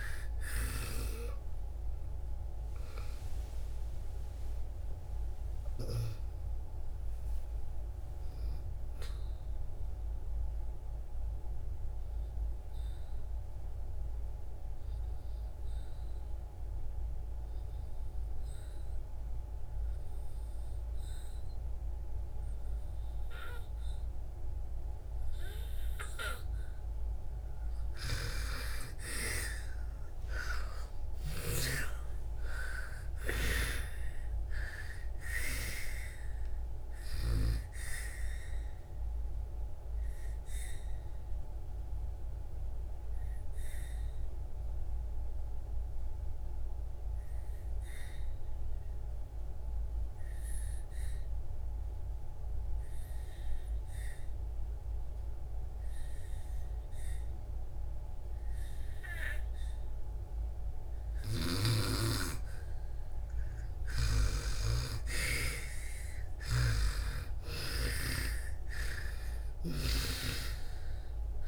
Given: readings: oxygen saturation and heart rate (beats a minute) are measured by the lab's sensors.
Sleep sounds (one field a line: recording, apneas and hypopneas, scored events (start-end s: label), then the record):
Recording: breathing in sleep by a room microphone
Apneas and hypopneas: 2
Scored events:
0.00-4.00 s: arousal
0.00-17.00 s: oxygen desaturation (device-marked, oxygen 82% lowest)
9.00-26.00 s: obstructive apnea (oxygen 97% before, 82% lowest)
23.00-55.00 s: oxygen desaturation (device-marked, oxygen 98% before, 82% lowest)
27.50-31.00 s: arousal
39.00-61.50 s: obstructive apnea (oxygen 98% before, 82% lowest)
57.00-71.48 s: oxygen desaturation (device-marked, oxygen 98% before, 82% lowest)
64.50-67.00 s: arousal
64.50-69.50 s: snoring (device-marked)
From the record:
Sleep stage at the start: N2 (light sleep)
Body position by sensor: on the back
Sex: female